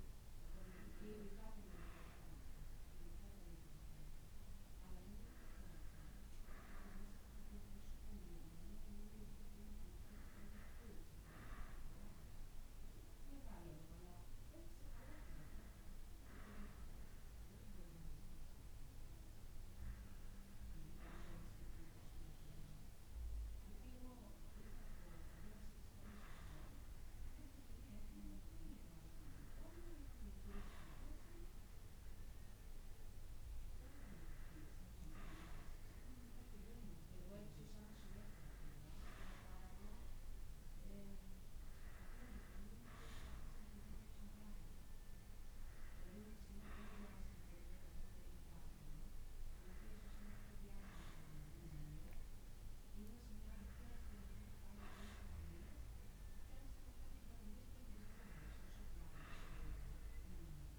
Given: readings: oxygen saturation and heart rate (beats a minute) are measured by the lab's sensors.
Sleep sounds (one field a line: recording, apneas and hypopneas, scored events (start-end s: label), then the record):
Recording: breathing in sleep by a room microphone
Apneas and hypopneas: none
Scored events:
none scored
From the record:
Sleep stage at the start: N1 (lightest sleep)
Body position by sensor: on the back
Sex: male